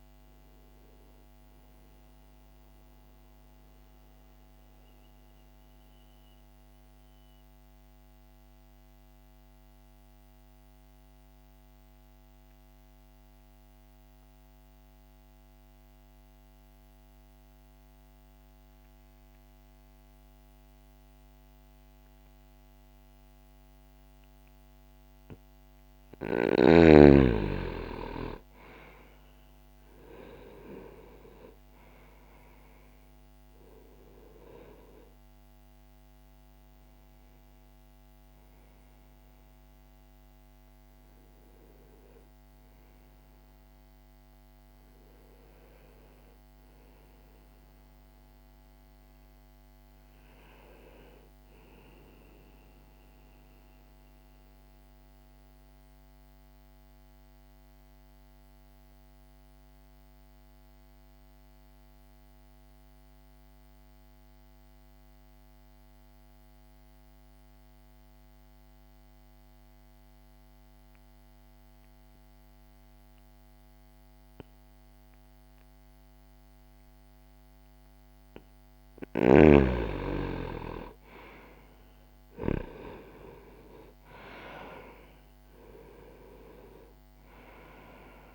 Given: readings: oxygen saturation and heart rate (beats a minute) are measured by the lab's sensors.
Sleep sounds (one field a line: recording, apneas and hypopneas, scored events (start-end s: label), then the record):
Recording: breathing in sleep by a microphone on the trachea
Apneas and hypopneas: 2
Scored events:
3.00-25.50 s: mixed apnea (oxygen 98% before, 81% lowest, heart rate 65 before, 60 extreme, up 0 after)
22.50-52.50 s: new sleep stage, N1 (lightest sleep)
26.50-58.50 s: oxygen desaturation (device-marked, oxygen 99% before, 81% lowest, heart rate 62 before, 60 extreme)
29.50-34.50 s: arousal
52.50-77.50 s: mixed apnea (oxygen 98% before, 81% lowest, heart rate 60 before, 59 extreme, up 2 after)
52.50-88.35 s: new sleep stage, N2 (light sleep)
77.50-88.35 s: oxygen desaturation (device-marked, oxygen 98% before, 81% lowest, heart rate 61 before, 59 extreme)
79.00-83.00 s: arousal
From the record:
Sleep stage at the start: N2 (light sleep)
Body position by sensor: on the right side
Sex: male